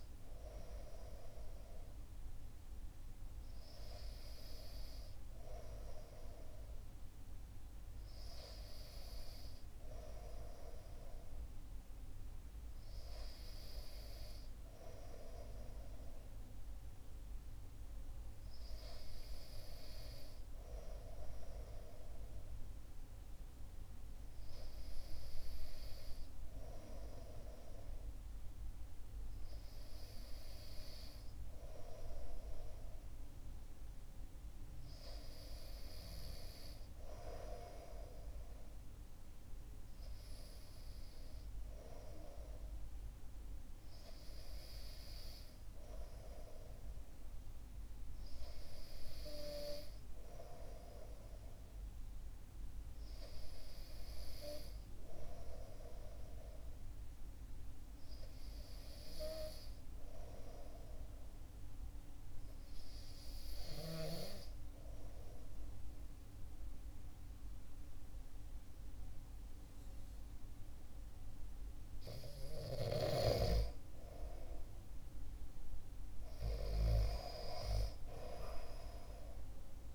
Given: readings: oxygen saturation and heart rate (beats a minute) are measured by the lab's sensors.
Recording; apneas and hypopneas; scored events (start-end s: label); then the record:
breathing in sleep by a room microphone; 1
61.00-71.00 s: hypopnea (oxygen 96% before, 93% lowest, heart rate 61 before, 60 extreme, up 4 after)
74.50-78.00 s: arousal
From the record:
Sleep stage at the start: N2 (light sleep); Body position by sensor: on the back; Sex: male